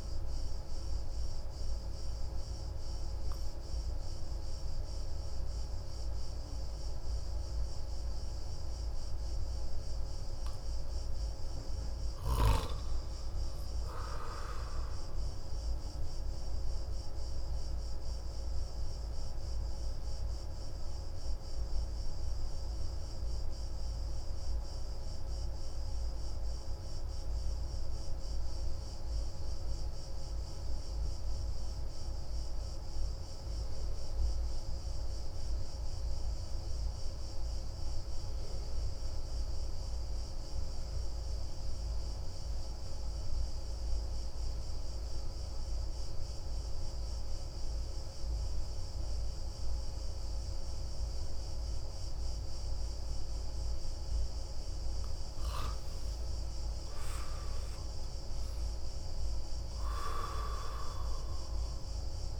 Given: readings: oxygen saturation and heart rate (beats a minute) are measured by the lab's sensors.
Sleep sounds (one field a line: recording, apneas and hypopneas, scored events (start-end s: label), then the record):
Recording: breathing in sleep, hard to hear, by a room microphone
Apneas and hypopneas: 1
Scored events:
0.00-7.50 s: oxygen desaturation (device-marked, oxygen 93% lowest)
18.00-53.50 s: obstructive apnea (oxygen 97% before, 90% lowest)
54.50-59.00 s: arousal
From the record:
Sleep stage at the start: N2 (light sleep)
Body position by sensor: on the back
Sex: male